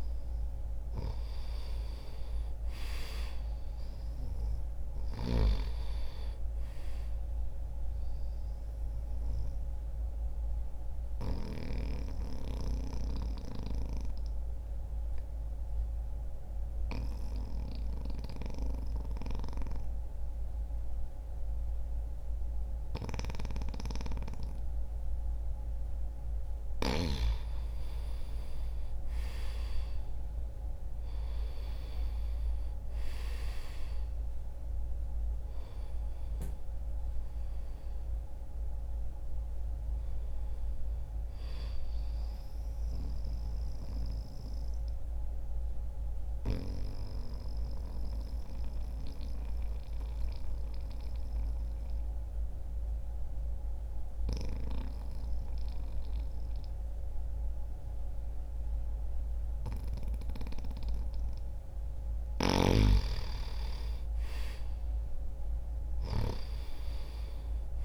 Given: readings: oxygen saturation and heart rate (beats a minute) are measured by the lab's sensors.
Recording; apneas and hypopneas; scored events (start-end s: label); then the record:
breathing in sleep by a room microphone; 2
7.50-25.50 s: obstructive apnea (oxygen 97% before, 89% lowest, heart rate 64 before, 60 extreme, up 2 after)
17.00-25.00 s: oxygen desaturation (device-marked, oxygen 95% before, 91% lowest, heart rate 63 before, 60 extreme)
26.50-31.50 s: arousal
42.50-61.00 s: obstructive apnea (oxygen 96% before, 89% lowest, heart rate 64 before, 59 extreme, up 2 after)
53.00-62.00 s: oxygen desaturation (device-marked, oxygen 94% before, 89% lowest, heart rate 61 before, 59 extreme)
64.00-67.85 s: arousal
From the record:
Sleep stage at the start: N2 (light sleep); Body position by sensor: on the back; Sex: male